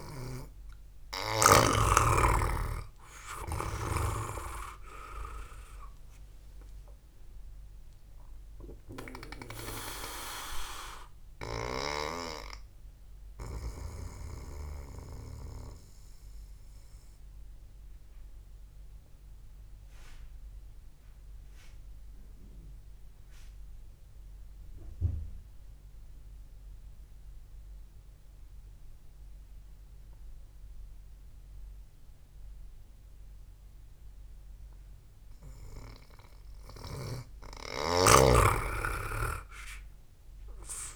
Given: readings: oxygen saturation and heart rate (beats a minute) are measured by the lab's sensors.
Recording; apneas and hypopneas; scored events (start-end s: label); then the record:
breathing in sleep by a room microphone; 1
0.00-25.00 s: oxygen desaturation (device-marked, oxygen 88% lowest, heart rate 64 extreme)
16.50-36.00 s: obstructive apnea (oxygen 98% before, 88% lowest, heart rate 71 before, 60 extreme, up 1 after)
38.00-40.96 s: arousal
39.00-40.96 s: oxygen desaturation (device-marked, oxygen 97% before, 89% lowest, heart rate 70 before, 57 extreme)
From the record:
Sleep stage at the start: N2 (light sleep); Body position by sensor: on the back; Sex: male